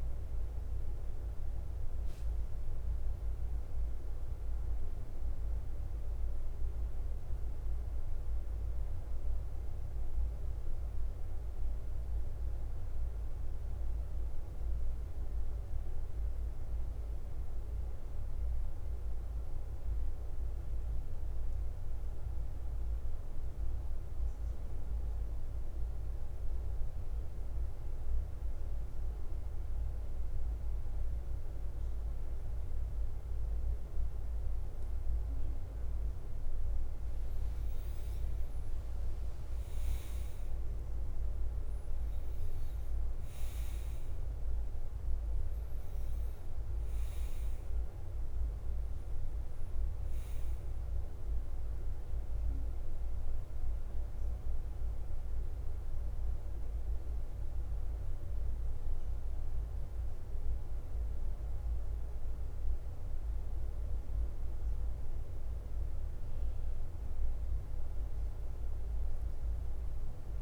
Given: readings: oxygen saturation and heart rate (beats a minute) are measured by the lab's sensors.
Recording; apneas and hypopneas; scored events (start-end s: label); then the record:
breathing in sleep, hard to hear, by a room microphone; 1
0.00-55.50 s: bradycardia (device-marked, heart rate 48 extreme)
24.00-35.50 s: obstructive apnea (oxygen 98% before, 92% lowest, heart rate 53 before, 48 extreme, up 2 after)
30.00-32.00 s: long interval between heartbeats (device-marked, heart rate 52 before, 59 extreme)
34.50-55.50 s: oxygen desaturation (device-marked, oxygen 97% before, 92% lowest, heart rate 54 before, 46 extreme)
38.00-42.00 s: arousal
53.50-70.42 s: new sleep stage, N1 (lightest sleep)
57.50-70.42 s: bradycardia (device-marked, heart rate 52 before, 46 extreme)
59.00-61.00 s: long interval between heartbeats (device-marked, heart rate 53 before, 61 extreme)
From the record:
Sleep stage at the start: N2 (light sleep); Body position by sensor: upright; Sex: male